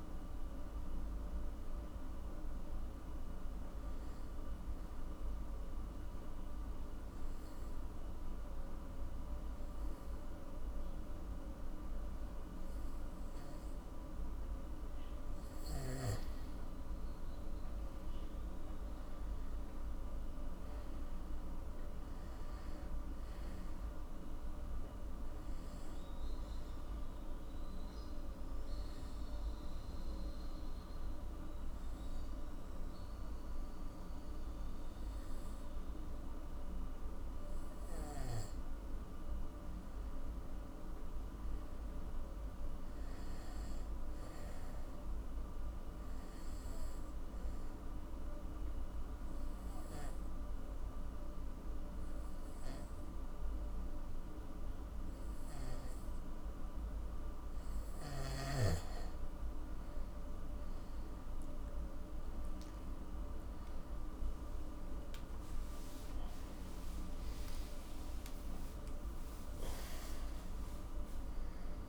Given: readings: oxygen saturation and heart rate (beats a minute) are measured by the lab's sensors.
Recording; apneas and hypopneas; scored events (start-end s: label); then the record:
breathing in sleep, hard to hear, by a room microphone; 3
1.00-17.00 s: oxygen desaturation (device-marked, oxygen 97% before, 92% lowest, heart rate 66 before, 52 extreme)
5.00-15.00 s: obstructive apnea (oxygen 97% before, 91% lowest, heart rate 68 before, 53 extreme, up 12 after)
19.00-22.50 s: arousal
25.00-40.00 s: oxygen desaturation (device-marked, oxygen 98% before, 93% lowest, heart rate 59 before, 52 extreme)
26.50-38.50 s: hypopnea (oxygen 98% before, 90% lowest, heart rate 59 before, 52 extreme, up 12 after)
40.00-43.50 s: arousal
47.00-58.00 s: obstructive apnea (oxygen 98% before, 90% lowest, heart rate 57 before, 54 extreme, up 18 after)
62.00-71.89 s: oxygen desaturation (device-marked, oxygen 97% before, 90% lowest, heart rate 56 before, 50 extreme)
63.00-67.50 s: arousal
From the record:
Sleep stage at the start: N2 (light sleep); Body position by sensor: on the back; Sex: male